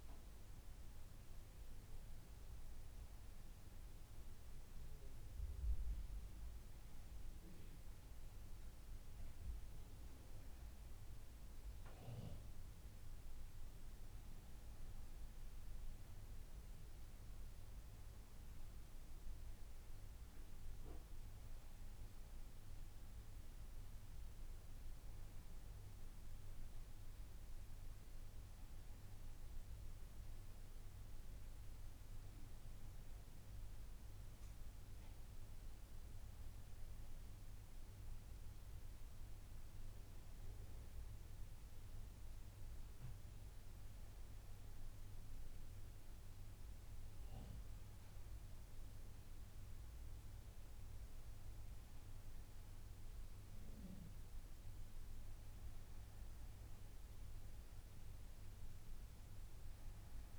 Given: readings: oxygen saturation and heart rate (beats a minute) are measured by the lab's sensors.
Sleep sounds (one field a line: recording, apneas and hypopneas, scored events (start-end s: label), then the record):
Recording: breathing in sleep, hard to hear, by a room microphone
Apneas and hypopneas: none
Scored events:
none scored
From the record:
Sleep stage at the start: N2 (light sleep)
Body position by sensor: on the front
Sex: female